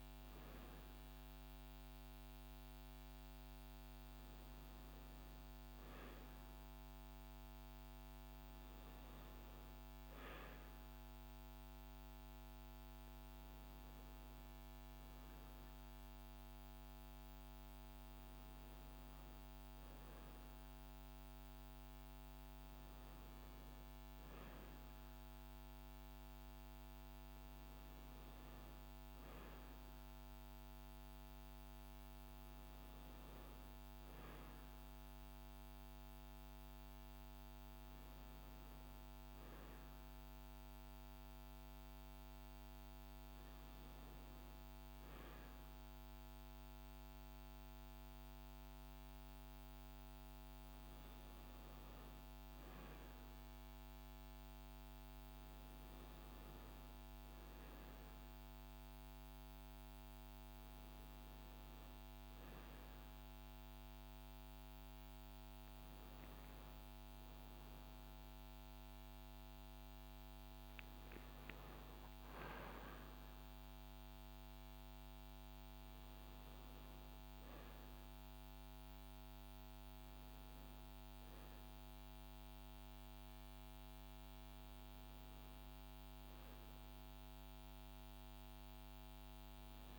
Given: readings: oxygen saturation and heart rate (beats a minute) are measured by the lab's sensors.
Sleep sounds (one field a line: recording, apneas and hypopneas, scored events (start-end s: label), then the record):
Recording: a person awake in a sleep study, hard to hear, by a microphone on the trachea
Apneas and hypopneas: none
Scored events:
none scored
From the record:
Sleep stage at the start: awake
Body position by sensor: on the back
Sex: female